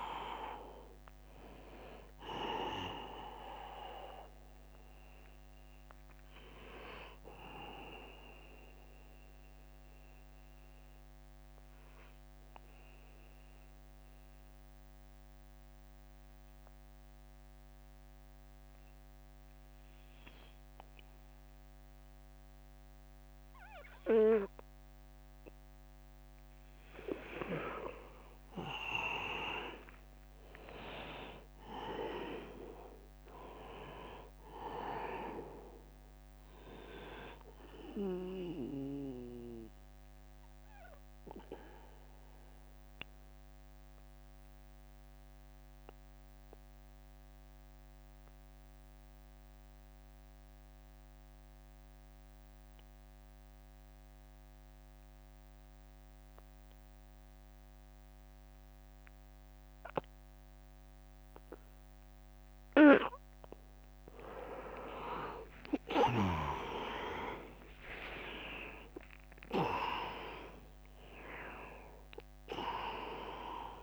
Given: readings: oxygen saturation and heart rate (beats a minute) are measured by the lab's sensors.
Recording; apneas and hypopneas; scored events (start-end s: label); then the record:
breathing in sleep by a microphone on the trachea; 2
0.00-6.00 s: drop in pulse transit time (device-marked, heart rate 82 extreme)
0.00-16.00 s: oxygen desaturation (device-marked, oxygen 79% lowest, heart rate 69 extreme)
7.50-26.50 s: mixed apnea (oxygen 98% before, 79% lowest, heart rate 87 before, 68 extreme, up 7 after)
29.50-33.00 s: arousal
33.00-43.00 s: drop in pulse transit time (device-marked, heart rate 74 before, 74 extreme)
36.50-38.50 s: long interval between heartbeats (device-marked, heart rate 74 before, 77 extreme)
37.00-54.00 s: oxygen desaturation (device-marked, oxygen 100% before, 90% lowest, heart rate 74 before, 68 extreme)
38.00-62.00 s: obstructive apnea (oxygen 100% before, 87% lowest, heart rate 74 before, 69 extreme, up 10 after)
65.50-70.00 s: arousal
66.00-73.82 s: drop in pulse transit time (device-marked, heart rate 78 before, 76 extreme)
68.00-73.82 s: oxygen desaturation (device-marked, oxygen 100% before, 87% lowest, heart rate 79 before, 69 extreme)
From the record:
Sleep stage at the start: N2 (light sleep); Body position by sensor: on the back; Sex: male